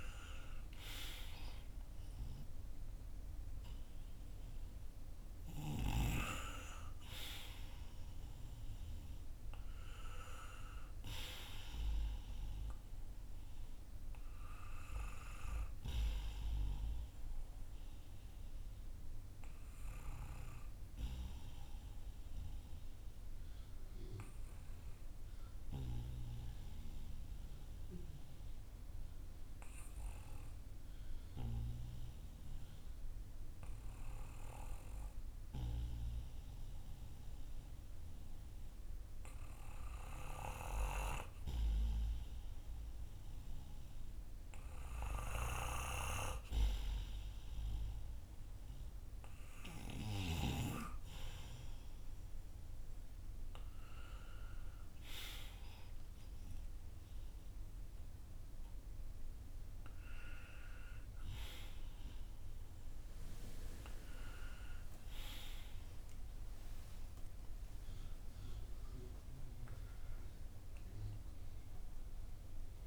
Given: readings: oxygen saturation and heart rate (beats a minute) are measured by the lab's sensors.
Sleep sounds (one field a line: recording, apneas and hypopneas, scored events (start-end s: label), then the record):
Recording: breathing in sleep by a room microphone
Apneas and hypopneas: 1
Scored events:
0.00-2.50 s: arousal
17.50-44.50 s: obstructive apnea (oxygen 96% before, 91% lowest, heart rate 59 before, 44 extreme, up 10 after)
20.50-34.50 s: oxygen desaturation (device-marked, oxygen 94% before, 91% lowest, heart rate 58 before, 48 extreme)
49.50-53.50 s: arousal
67.50-72.00 s: arousal
From the record:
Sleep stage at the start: N2 (light sleep)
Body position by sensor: on the back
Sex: male